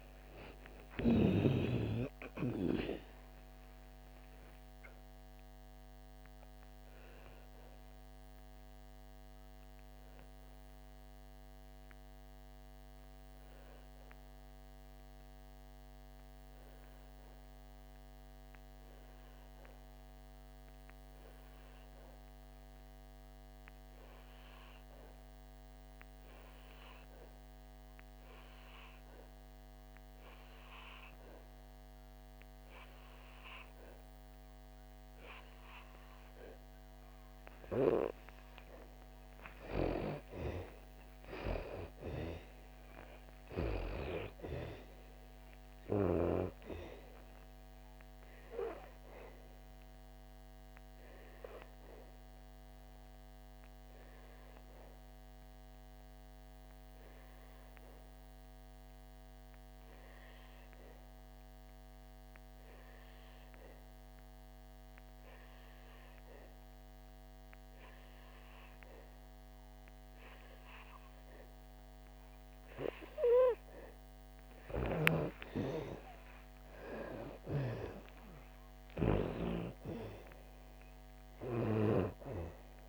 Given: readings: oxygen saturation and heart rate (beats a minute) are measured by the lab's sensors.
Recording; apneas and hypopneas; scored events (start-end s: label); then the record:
breathing in sleep by a microphone on the trachea; 2
0.00-3.00 s: arousal
0.00-15.00 s: oxygen desaturation (device-marked, oxygen 89% lowest, heart rate 53 extreme)
4.50-40.50 s: obstructive apnea (oxygen 98% before, 89% lowest, heart rate 65 before, 53 extreme, up 9 after)
36.00-53.00 s: oxygen desaturation (device-marked, oxygen 98% before, 91% lowest, heart rate 59 before, 57 extreme)
42.00-46.50 s: arousal
50.00-73.00 s: obstructive apnea (oxygen 98% before, 90% lowest, heart rate 66 before, 57 extreme, up 11 after)
75.00-79.00 s: arousal
From the record:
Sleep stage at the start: N2 (light sleep); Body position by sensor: on the back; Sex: female